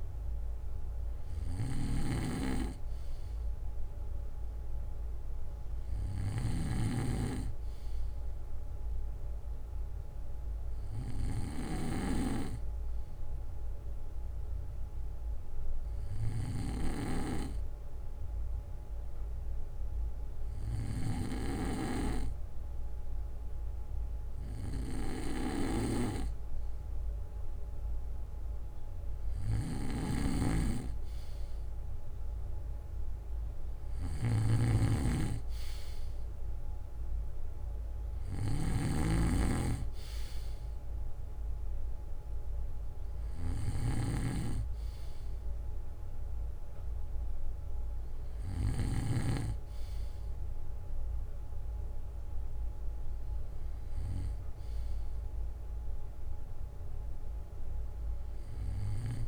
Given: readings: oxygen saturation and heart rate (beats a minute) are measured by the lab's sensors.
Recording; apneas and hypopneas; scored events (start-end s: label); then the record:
breathing in sleep by a room microphone; none
0.00-12.00 s: snoring (device-marked)
29.50-49.00 s: snoring (device-marked)
From the record:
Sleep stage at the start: N2 (light sleep); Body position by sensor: on the back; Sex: male